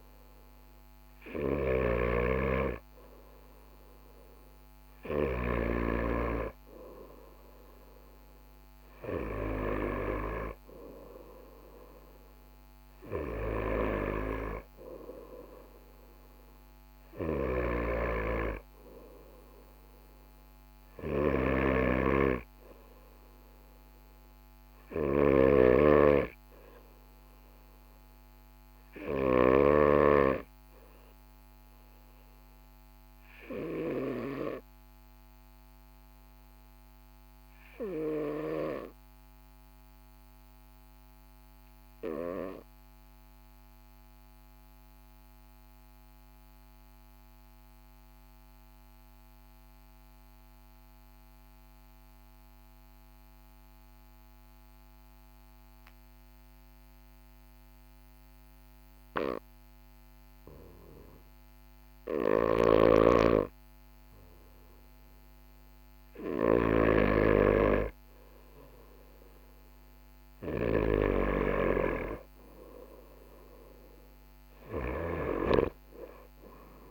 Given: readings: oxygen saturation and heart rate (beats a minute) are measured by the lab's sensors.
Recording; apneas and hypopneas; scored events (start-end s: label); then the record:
breathing in sleep by a microphone on the trachea; 1
0.00-5.00 s: snoring (device-marked)
16.50-29.00 s: snoring (device-marked)
38.50-60.50 s: obstructive apnea (oxygen 98% before, 94% lowest, heart rate 43 before, 42 extreme, up 1 after)
62.00-75.00 s: snoring (device-marked)
63.00-67.00 s: arousal
From the record:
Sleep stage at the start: N2 (light sleep); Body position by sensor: on the right side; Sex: male